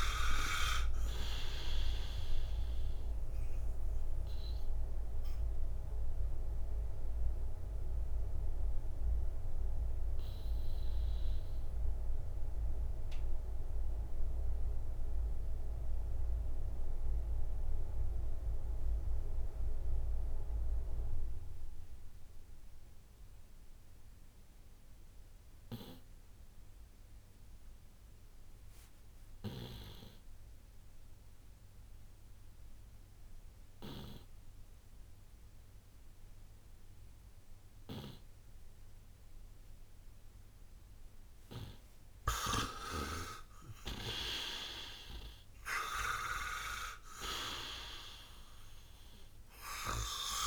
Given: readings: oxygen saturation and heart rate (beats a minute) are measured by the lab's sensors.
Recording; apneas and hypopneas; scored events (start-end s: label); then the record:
breathing in sleep by a room microphone; 1
0.00-22.00 s: oxygen desaturation (device-marked, oxygen 82% lowest, heart rate 56 extreme)
4.50-41.00 s: obstructive apnea (oxygen 96% before, 82% lowest, heart rate 68 before, 56 extreme, up 33 after)
39.00-50.47 s: oxygen desaturation (device-marked, oxygen 98% before, 86% lowest, heart rate 59 before, 57 extreme)
43.00-46.50 s: arousal
From the record:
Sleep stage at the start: N2 (light sleep); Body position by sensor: on the right side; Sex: male